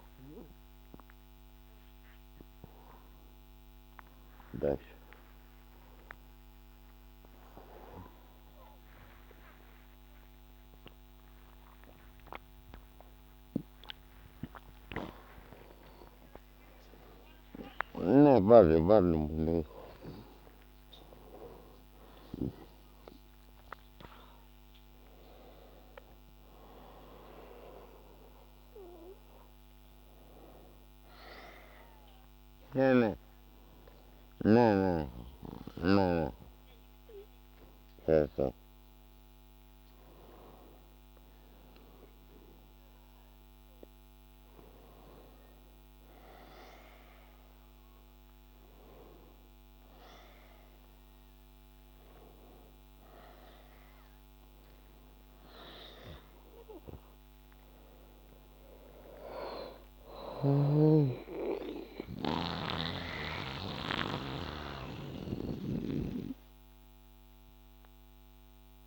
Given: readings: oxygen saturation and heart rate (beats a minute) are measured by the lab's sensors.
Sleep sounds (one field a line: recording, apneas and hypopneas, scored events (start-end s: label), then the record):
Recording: a person awake in a sleep study, by a microphone on the trachea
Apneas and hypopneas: none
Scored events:
none scored
From the record:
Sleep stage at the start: awake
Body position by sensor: on the back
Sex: male